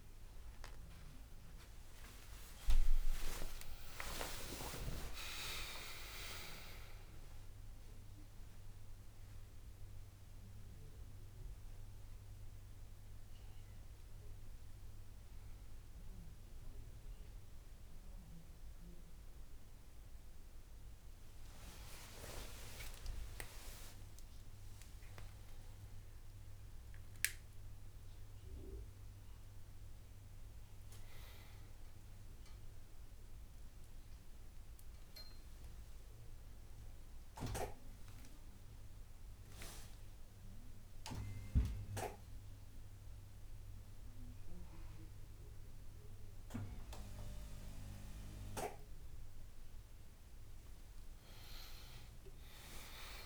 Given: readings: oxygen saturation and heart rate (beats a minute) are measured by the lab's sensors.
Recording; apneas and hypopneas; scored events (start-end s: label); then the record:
a person awake in a sleep study, by a room microphone; none
none scored
From the record:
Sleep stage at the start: awake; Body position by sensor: on the back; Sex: male